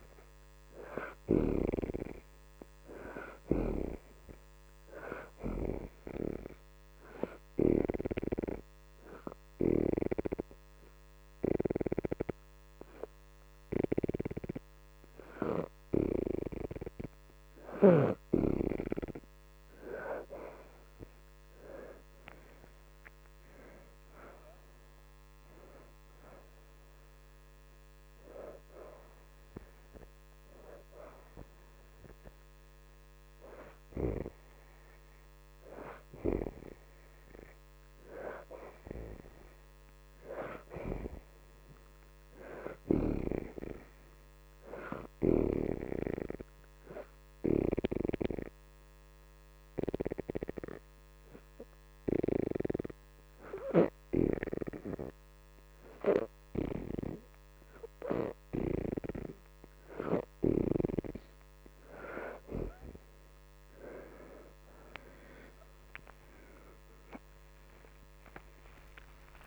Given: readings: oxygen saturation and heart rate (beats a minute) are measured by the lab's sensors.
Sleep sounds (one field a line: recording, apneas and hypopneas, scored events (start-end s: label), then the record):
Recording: breathing in sleep by a microphone on the trachea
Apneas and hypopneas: 2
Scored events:
0.00-7.00 s: oxygen desaturation (device-marked, oxygen 71% lowest, heart rate 76 extreme)
5.00-18.00 s: hypopnea (oxygen 83% before, 62% lowest, heart rate 77 before, 78 extreme, up 6 after)
12.00-26.00 s: oxygen desaturation (device-marked, oxygen 78% before, 68% lowest, heart rate 79 before, 78 extreme)
20.50-23.50 s: arousal
28.00-47.00 s: oxygen desaturation (device-marked, oxygen 72% before, 62% lowest, heart rate 80 before, 79 extreme)
46.50-60.00 s: hypopnea (oxygen 72% before, 67% lowest, heart rate 82 before, 77 extreme, up 15 after)
49.00-59.00 s: oxygen desaturation (device-marked, oxygen 82% before, 72% lowest, heart rate 82 before, 77 extreme)
58.00-69.46 s: new sleep stage, awake
64.00-69.46 s: oxygen desaturation (device-marked, oxygen 76% before, 67% lowest)
From the record:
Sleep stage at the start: N2 (light sleep)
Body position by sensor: upright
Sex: female